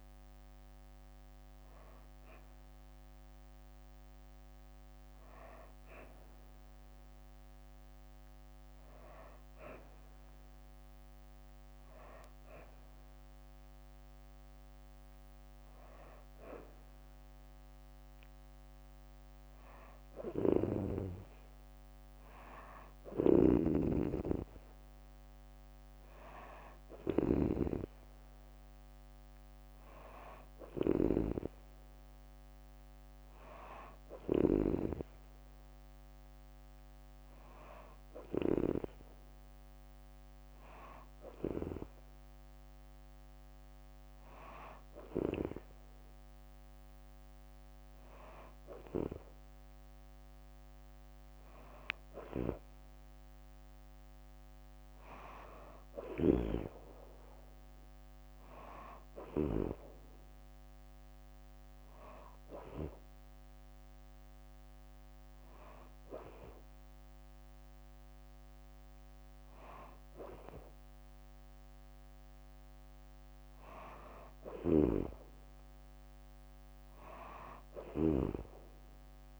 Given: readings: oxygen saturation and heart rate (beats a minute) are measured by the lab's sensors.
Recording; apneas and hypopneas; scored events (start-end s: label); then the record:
breathing in sleep by a microphone on the trachea; none
22.50-38.50 s: snoring (device-marked)
74.00-79.39 s: snoring (device-marked)
From the record:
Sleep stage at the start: N2 (light sleep); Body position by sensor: on the back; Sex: female